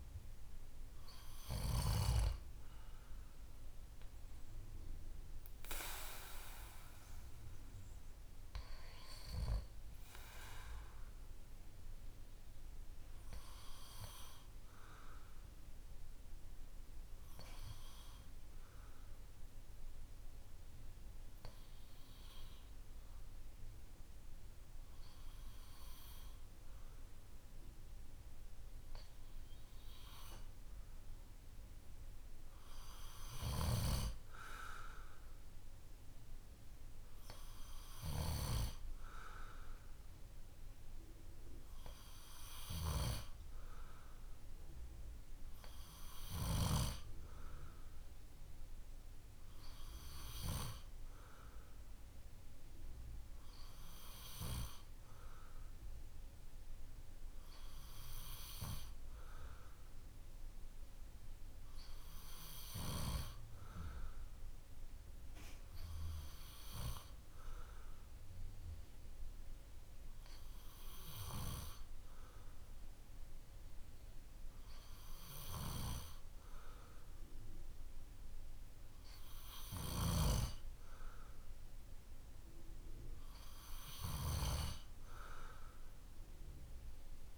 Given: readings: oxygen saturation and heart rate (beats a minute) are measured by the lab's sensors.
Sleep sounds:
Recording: breathing in sleep by a room microphone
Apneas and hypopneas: none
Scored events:
none scored
From the record:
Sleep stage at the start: N2 (light sleep)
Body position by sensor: on the back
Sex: male

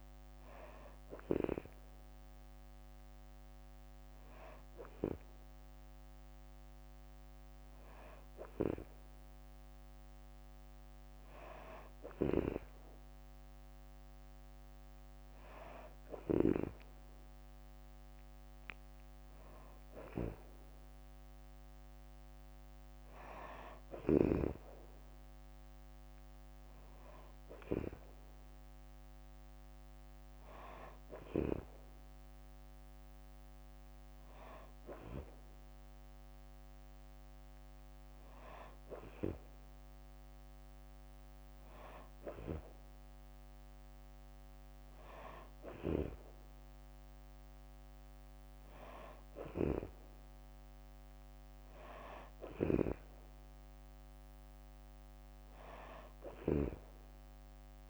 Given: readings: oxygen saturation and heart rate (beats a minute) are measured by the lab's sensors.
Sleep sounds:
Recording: breathing in sleep by a microphone on the trachea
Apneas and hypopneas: none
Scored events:
0.00-8.00 s: oxygen desaturation (device-marked, oxygen 92% lowest, heart rate 67 extreme)
52.00-57.90 s: snoring (device-marked)
From the record:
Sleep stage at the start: N2 (light sleep)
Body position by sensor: on the back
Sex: female

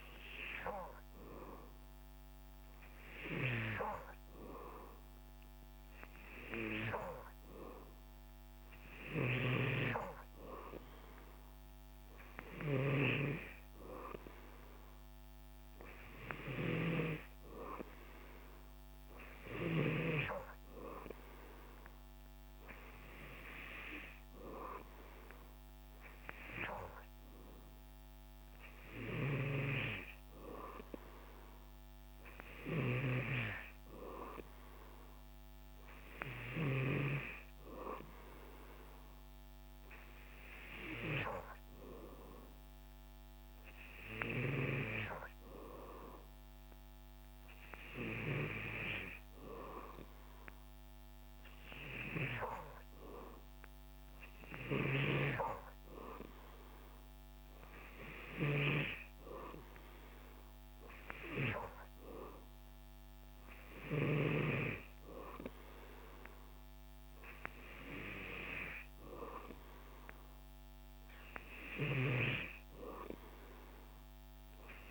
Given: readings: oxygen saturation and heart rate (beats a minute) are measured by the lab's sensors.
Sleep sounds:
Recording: breathing in sleep by a microphone on the trachea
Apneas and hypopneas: none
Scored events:
26.50-74.91 s: new sleep stage, N3 (deep sleep)
From the record:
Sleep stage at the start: N2 (light sleep)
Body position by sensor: on the back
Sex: male

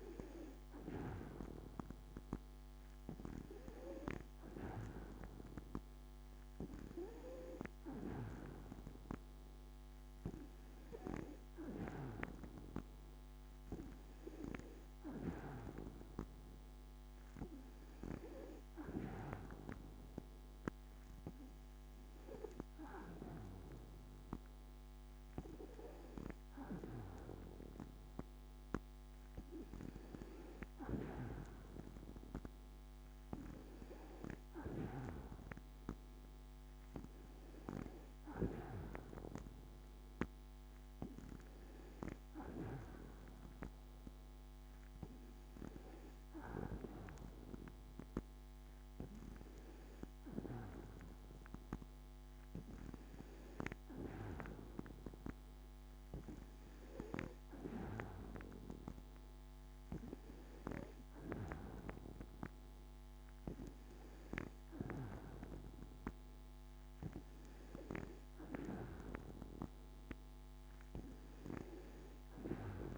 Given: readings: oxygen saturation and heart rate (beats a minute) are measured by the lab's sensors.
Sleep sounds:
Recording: breathing in sleep by a microphone on the trachea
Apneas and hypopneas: none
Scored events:
none scored
From the record:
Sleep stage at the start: N2 (light sleep)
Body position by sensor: on the back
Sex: female

